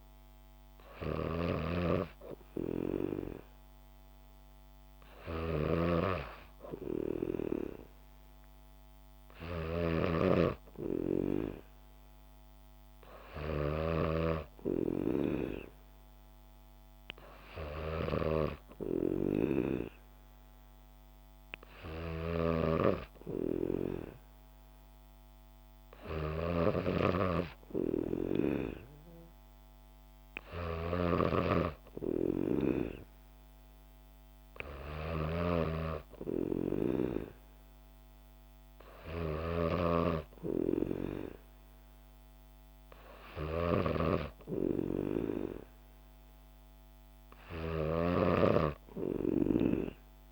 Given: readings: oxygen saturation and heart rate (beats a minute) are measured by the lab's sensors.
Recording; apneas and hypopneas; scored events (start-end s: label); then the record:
breathing in sleep by a microphone on the trachea; none
0.00-50.31 s: snoring (device-marked)
From the record:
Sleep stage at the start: N3 (deep sleep); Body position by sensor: on the back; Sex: female